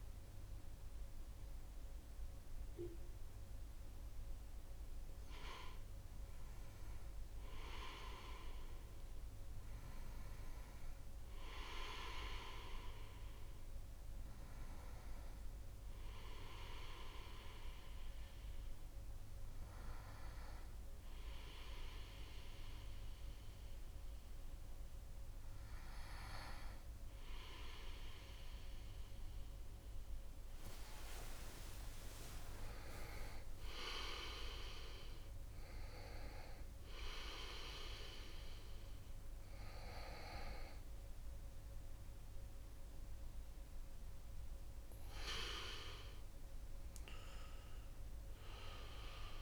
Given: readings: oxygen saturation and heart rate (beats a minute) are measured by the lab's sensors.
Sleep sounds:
breathing in sleep by a room microphone; none
17.00-30.00 s: oxygen desaturation (device-marked, oxygen 97% before, 94% lowest, heart rate 77 before, 72 extreme)
30.00-32.00 s: long interval between heartbeats (device-marked, heart rate 74 before, 95 extreme)
From the record:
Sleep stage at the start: N1 (lightest sleep); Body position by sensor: on the right side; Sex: male

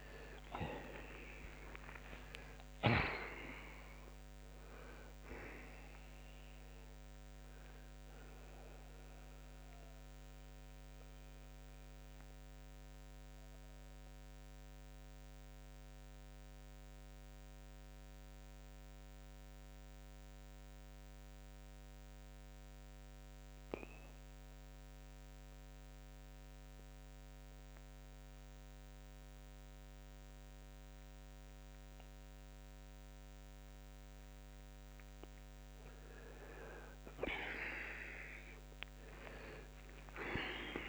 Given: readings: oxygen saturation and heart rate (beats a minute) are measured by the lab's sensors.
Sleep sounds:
breathing in sleep by a microphone on the trachea; 1
0.00-1.50 s: arousal
13.00-34.00 s: mixed apnea (oxygen 95% before, 83% lowest, heart rate 125 before, 40 extreme, up 9 after)
18.50-37.50 s: oxygen desaturation (device-marked, oxygen 95% before, 84% lowest, heart rate 105 before, 40 extreme)
36.00-40.00 s: arousal
From the record:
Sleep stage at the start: N2 (light sleep); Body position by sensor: on the back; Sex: male

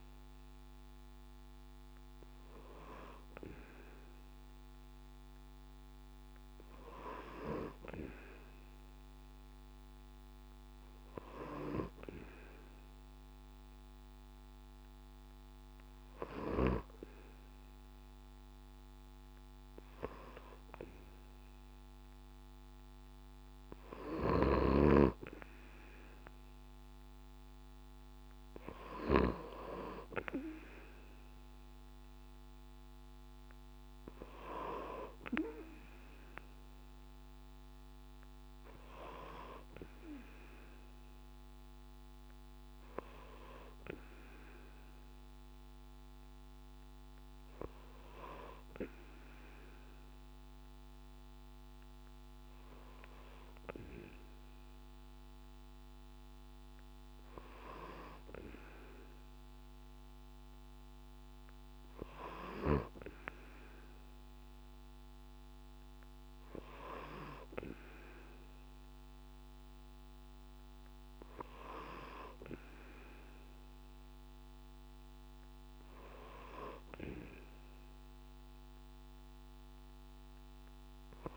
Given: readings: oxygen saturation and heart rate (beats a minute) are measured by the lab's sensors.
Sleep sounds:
breathing in sleep by a microphone on the trachea; none
none scored
From the record:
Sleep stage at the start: N2 (light sleep); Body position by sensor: on the back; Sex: male

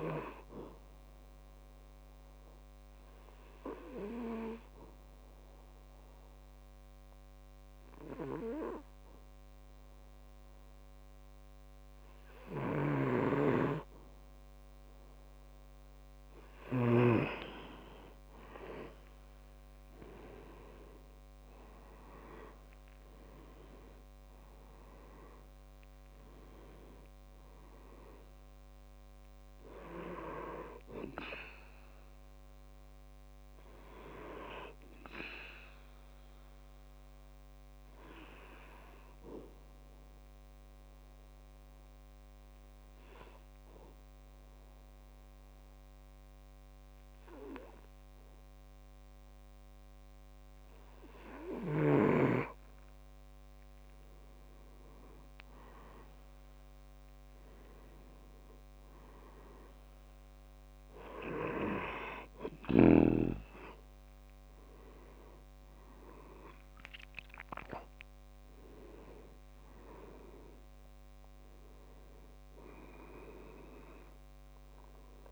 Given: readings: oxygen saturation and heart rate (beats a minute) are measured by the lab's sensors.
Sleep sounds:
breathing in sleep by a microphone on the trachea; 2
1.00-16.00 s: obstructive apnea (oxygen 98% before, 88% lowest, heart rate 65 before, 66 extreme, up 7 after)
17.50-47.50 s: oxygen desaturation (device-marked, oxygen 95% before, 88% lowest, heart rate 67 before, 64 extreme)
21.00-25.00 s: arousal
36.50-52.00 s: obstructive apnea (oxygen 95% before, 89% lowest, heart rate 71 before, 64 extreme, up 4 after)
56.50-60.50 s: arousal
61.50-75.32 s: oxygen desaturation (device-marked, oxygen 98% before, 91% lowest, heart rate 66 before, 60 extreme)
From the record:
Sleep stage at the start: N2 (light sleep); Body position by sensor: on the back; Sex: male

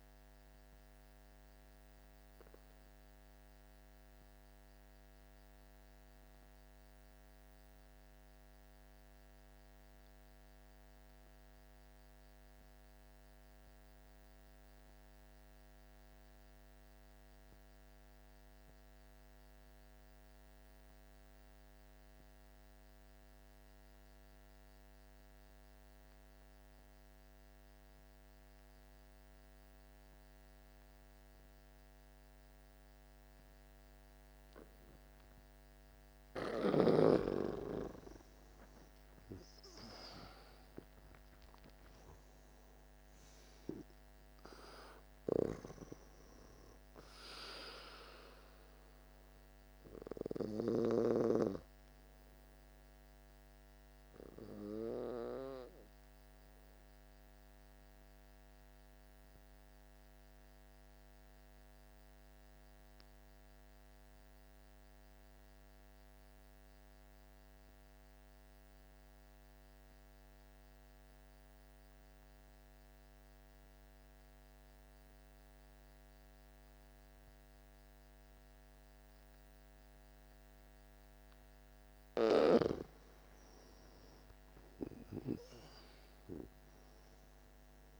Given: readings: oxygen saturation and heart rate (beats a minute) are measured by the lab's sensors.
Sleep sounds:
breathing in sleep by a microphone on the trachea; 2
0.00-14.00 s: oxygen desaturation (device-marked, oxygen 86% lowest, heart rate 49 extreme)
1.00-35.50 s: obstructive apnea (oxygen 99% before, 83% lowest, heart rate 55 before, 49 extreme, up 15 after)
28.00-67.00 s: oxygen desaturation (device-marked, oxygen 99% before, 83% lowest, heart rate 50 before, 49 extreme)
38.00-42.50 s: arousal
58.50-81.00 s: obstructive apnea (oxygen 96% before, 83% lowest, heart rate 58 before, 50 extreme, up 10 after)
78.00-88.00 s: oxygen desaturation (device-marked, oxygen 99% before, 85% lowest, heart rate 50 before, 50 extreme)
83.00-87.50 s: arousal
From the record:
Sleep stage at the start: N2 (light sleep); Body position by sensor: on the back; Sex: male

